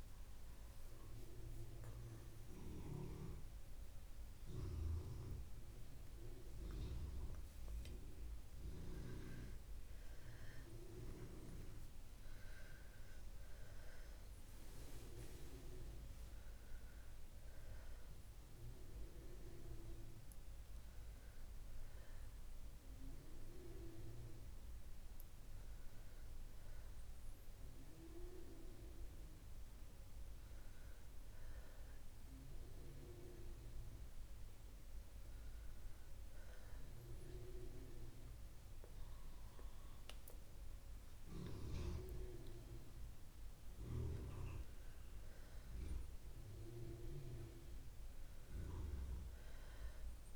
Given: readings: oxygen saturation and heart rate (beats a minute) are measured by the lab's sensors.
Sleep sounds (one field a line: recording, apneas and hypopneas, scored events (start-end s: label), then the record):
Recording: breathing in sleep by a room microphone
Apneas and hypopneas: none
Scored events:
14.50-25.50 s: oxygen desaturation (device-marked, oxygen 95% before, 91% lowest, heart rate 61 before, 62 extreme)
45.50-50.36 s: oxygen desaturation (device-marked, oxygen 95% before, 91% lowest, heart rate 63 before, 60 extreme)
From the record:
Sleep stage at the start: REM sleep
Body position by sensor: on the back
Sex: female